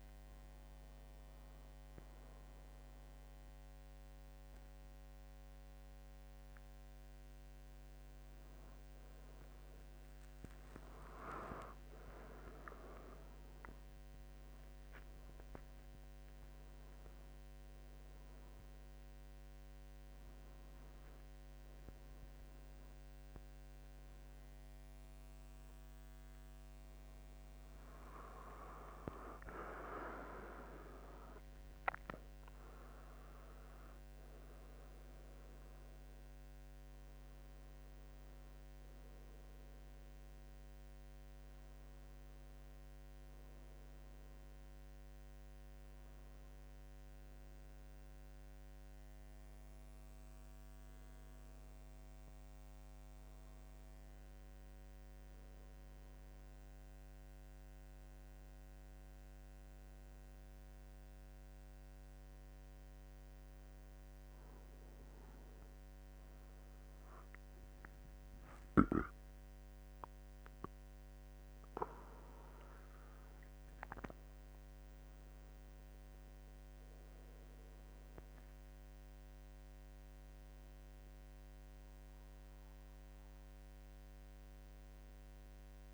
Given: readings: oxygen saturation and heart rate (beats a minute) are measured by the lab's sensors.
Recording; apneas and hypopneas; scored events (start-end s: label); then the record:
a person awake in a sleep study, by a microphone on the trachea; none
46.00-85.94 s: new sleep stage, N1 (lightest sleep)
70.00-73.50 s: arousal
From the record:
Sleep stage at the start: awake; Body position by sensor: on the right side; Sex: male